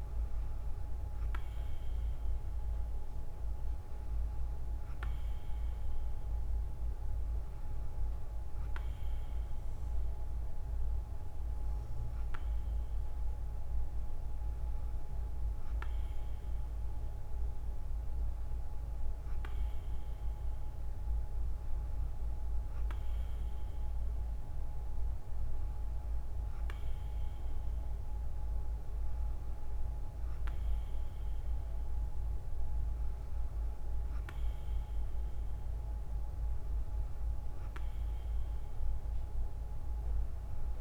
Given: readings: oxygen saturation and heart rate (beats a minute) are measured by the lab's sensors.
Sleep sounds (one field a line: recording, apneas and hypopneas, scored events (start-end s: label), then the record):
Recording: breathing in sleep, hard to hear, by a room microphone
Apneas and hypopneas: none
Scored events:
none scored
From the record:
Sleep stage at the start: N2 (light sleep)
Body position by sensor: on the right side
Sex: female